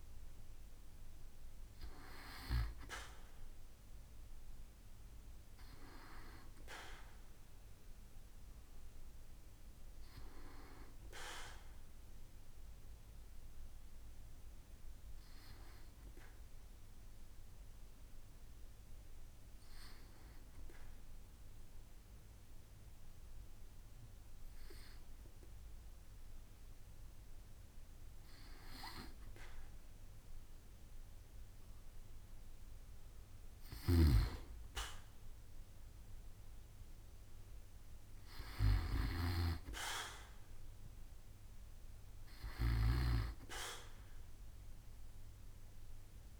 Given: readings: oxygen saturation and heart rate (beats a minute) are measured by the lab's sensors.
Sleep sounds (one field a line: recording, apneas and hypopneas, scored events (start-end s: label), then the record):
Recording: breathing in sleep by a room microphone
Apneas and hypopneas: 1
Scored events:
0.00-2.50 s: arousal
14.50-28.50 s: hypopnea (oxygen 98% before, 94% lowest, heart rate 69 before, 66 extreme, up 4 after)
30.50-33.50 s: arousal
From the record:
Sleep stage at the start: N2 (light sleep)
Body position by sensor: on the back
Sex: male